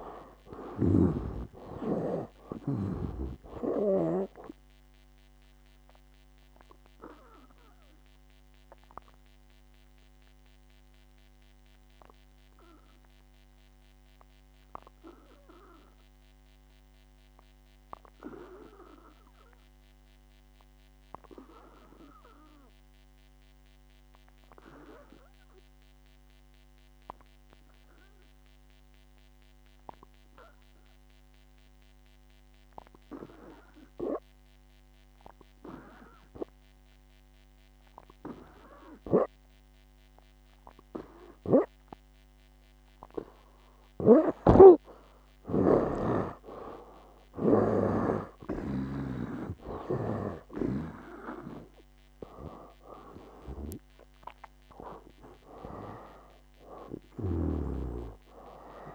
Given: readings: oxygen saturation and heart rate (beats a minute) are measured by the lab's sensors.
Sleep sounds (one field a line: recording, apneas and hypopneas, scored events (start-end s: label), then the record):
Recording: breathing in sleep by a microphone on the trachea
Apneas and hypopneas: 1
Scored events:
0.00-2.00 s: arousal
0.00-4.50 s: snoring (device-marked)
5.50-27.50 s: oxygen desaturation (device-marked, oxygen 95% before, 74% lowest, heart rate 65 before, 63 extreme)
7.50-44.00 s: obstructive apnea (oxygen 98% before, 74% lowest, heart rate 67 before, 63 extreme, up 12 after)
43.50-58.95 s: oxygen desaturation (device-marked, oxygen 96% before, 76% lowest, heart rate 64 before, 61 extreme)
44.50-48.00 s: snoring (device-marked)
48.50-53.00 s: arousal
From the record:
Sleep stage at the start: N2 (light sleep)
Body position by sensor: on the back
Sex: male